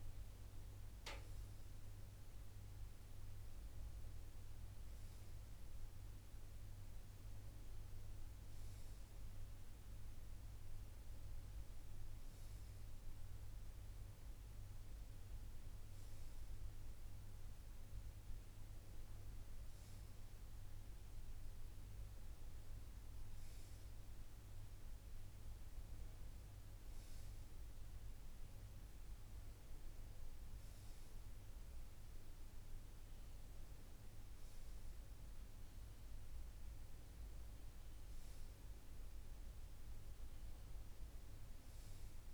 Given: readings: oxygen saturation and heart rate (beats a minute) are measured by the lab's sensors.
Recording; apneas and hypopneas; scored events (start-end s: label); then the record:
breathing in sleep, hard to hear, by a room microphone; none
none scored
From the record:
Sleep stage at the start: N2 (light sleep); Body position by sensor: on the right side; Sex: male